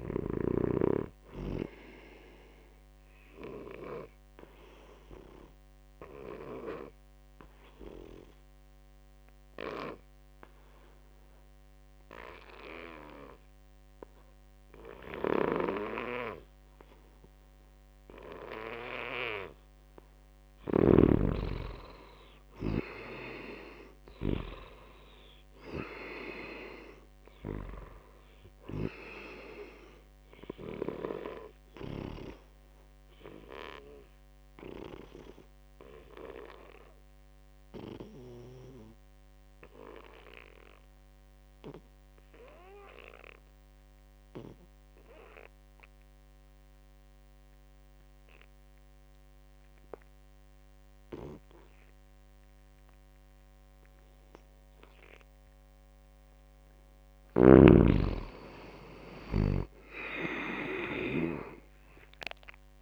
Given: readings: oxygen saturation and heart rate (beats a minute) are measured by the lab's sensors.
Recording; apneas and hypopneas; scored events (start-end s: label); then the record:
breathing in sleep by a microphone on the trachea; 2
0.00-9.50 s: oxygen desaturation (device-marked, oxygen 86% lowest, heart rate 78 extreme)
3.50-19.00 s: obstructive apnea (oxygen 96% before, 78% lowest, heart rate 84 before, 78 extreme, up 3 after)
21.00-25.50 s: arousal
23.50-42.50 s: oxygen desaturation (device-marked, oxygen 96% before, 84% lowest, heart rate 80 before, 69 extreme)
33.00-56.00 s: obstructive apnea (oxygen 96% before, 78% lowest, heart rate 81 before, 69 extreme, up 0 after)
50.50-62.82 s: oxygen desaturation (device-marked, oxygen 97% before, 78% lowest, heart rate 81 before, 27 extreme)
57.50-61.50 s: arousal
59.50-61.50 s: long interval between heartbeats (device-marked, heart rate 79 before, 69 extreme)
From the record:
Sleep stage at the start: N2 (light sleep); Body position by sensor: on the back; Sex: male